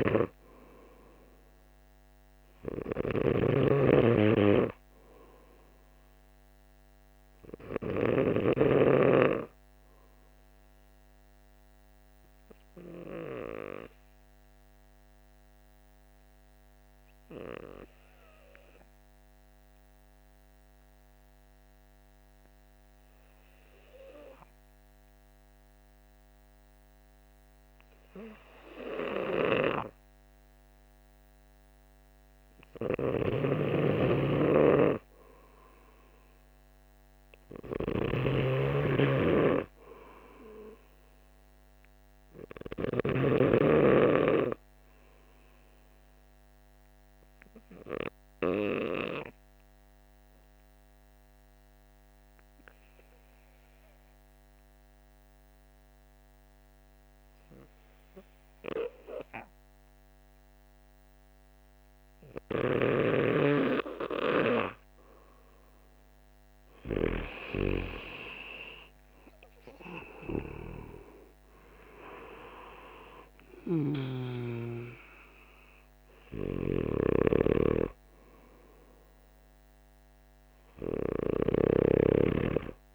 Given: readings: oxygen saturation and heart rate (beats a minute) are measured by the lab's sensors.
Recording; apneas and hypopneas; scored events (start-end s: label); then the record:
breathing in sleep by a microphone on the trachea; 2
0.00-8.00 s: snoring (device-marked)
0.00-18.00 s: oxygen desaturation (device-marked, oxygen 89% lowest, heart rate 49 extreme)
8.00-11.50 s: arousal
13.50-27.00 s: hypopnea (oxygen 97% before, 88% lowest, heart rate 54 before, 49 extreme, up 4 after)
28.50-31.50 s: arousal
33.00-43.00 s: snoring (device-marked)
34.00-60.00 s: oxygen desaturation (device-marked, oxygen 96% before, 89% lowest, heart rate 50 before, 49 extreme)
49.00-64.00 s: hypopnea (oxygen 96% before, 88% lowest, heart rate 54 before, 48 extreme, up 9 after)
65.50-69.00 s: arousal
66.00-82.95 s: oxygen desaturation (device-marked, oxygen 96% before, 88% lowest, heart rate 51 before, 48 extreme)
73.50-82.00 s: snoring (device-marked)
From the record:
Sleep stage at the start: N2 (light sleep); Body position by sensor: on the back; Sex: male